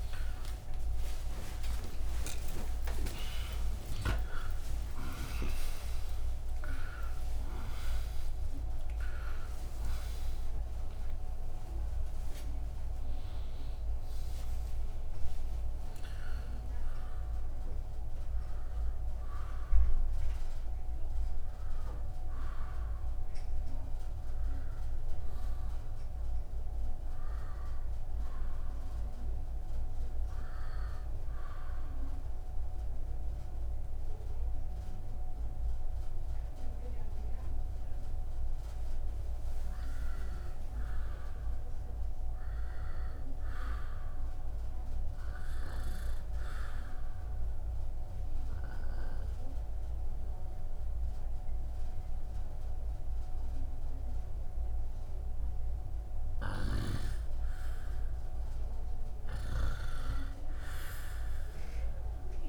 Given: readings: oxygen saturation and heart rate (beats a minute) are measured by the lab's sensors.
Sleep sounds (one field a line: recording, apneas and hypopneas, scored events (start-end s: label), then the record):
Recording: a person partly awake in a sleep study, by a room microphone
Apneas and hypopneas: 1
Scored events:
0.00-2.00 s: long interval between heartbeats (device-marked, heart rate 73 before, 87 extreme)
3.50-5.50 s: long interval between heartbeats (device-marked, heart rate 80 before, 145 extreme)
28.00-58.00 s: new sleep stage, N1 (lightest sleep)
46.50-57.50 s: obstructive apnea (oxygen 99% before, 88% lowest, heart rate 66 before, 62 extreme)
50.00-61.00 s: oxygen desaturation (device-marked, oxygen 97% before, 94% lowest, heart rate 65 before, 62 extreme)
58.00-62.49 s: new sleep stage, N2 (light sleep)
58.50-62.49 s: arousal
From the record:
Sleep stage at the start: awake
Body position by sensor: on the right side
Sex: male